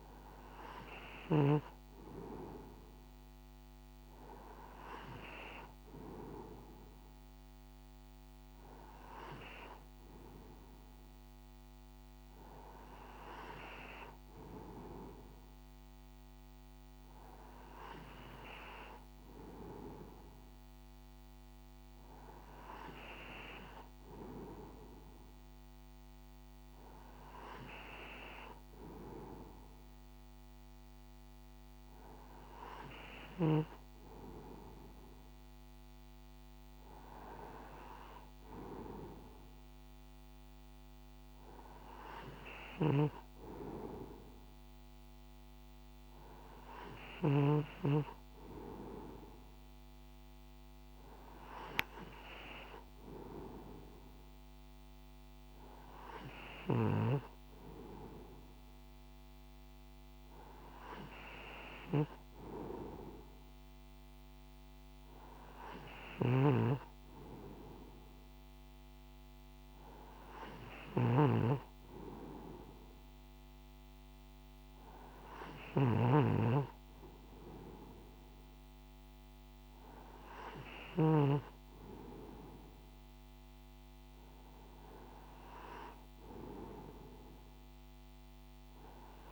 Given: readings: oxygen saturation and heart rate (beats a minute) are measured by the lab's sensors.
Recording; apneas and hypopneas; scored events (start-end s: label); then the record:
breathing in sleep by a microphone on the trachea; none
65.50-81.00 s: snoring (device-marked)
From the record:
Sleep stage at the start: N2 (light sleep); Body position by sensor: on the right side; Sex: male